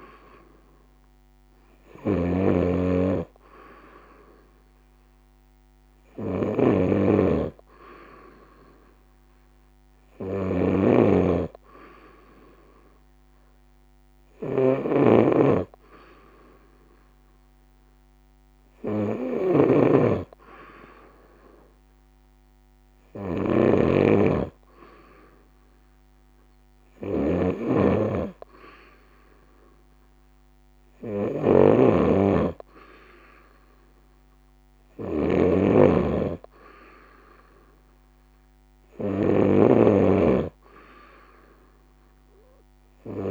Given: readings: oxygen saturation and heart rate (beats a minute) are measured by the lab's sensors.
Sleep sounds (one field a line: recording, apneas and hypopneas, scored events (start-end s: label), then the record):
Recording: breathing in sleep by a microphone on the trachea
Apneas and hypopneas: none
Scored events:
0.00-43.31 s: snoring (device-marked)
From the record:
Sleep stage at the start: N2 (light sleep)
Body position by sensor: on the right side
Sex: female